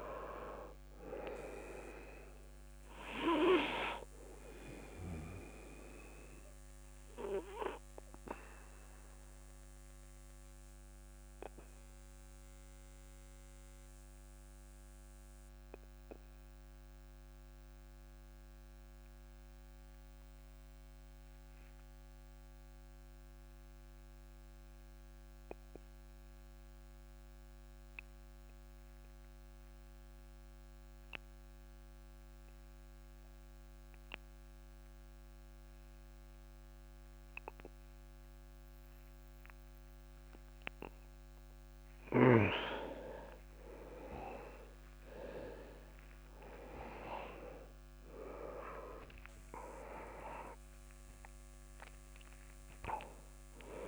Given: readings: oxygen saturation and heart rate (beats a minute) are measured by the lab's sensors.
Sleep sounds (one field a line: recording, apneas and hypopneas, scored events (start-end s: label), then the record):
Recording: breathing in sleep by a microphone on the trachea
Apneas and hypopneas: 1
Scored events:
0.00-27.50 s: oxygen desaturation (device-marked, oxygen 90% lowest)
7.00-41.00 s: obstructive apnea (oxygen 98% before, 90% lowest)
40.50-53.88 s: oxygen desaturation (device-marked, oxygen 99% before, 90% lowest)
43.00-47.50 s: arousal
From the record:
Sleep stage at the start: N2 (light sleep)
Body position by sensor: on the back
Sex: male